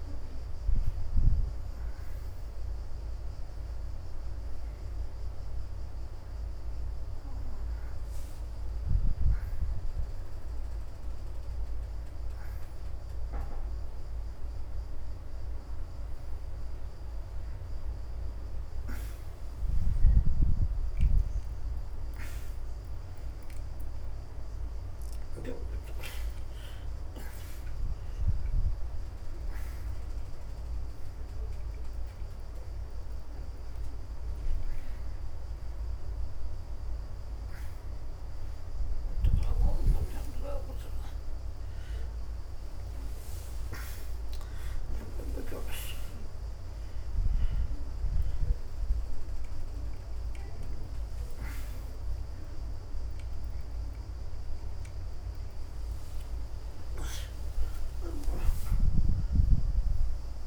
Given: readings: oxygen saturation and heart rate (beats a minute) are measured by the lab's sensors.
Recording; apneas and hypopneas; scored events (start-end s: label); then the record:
a person awake in a sleep study, by a room microphone; none
13.50-30.50 s: oxygen desaturation (device-marked, oxygen 94% before, 88% lowest, heart rate 83 before, 82 extreme)
35.50-46.50 s: oxygen desaturation (device-marked, oxygen 91% before, 88% lowest, heart rate 85 before, 88 extreme)
From the record:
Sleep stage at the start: awake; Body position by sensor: on the right side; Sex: female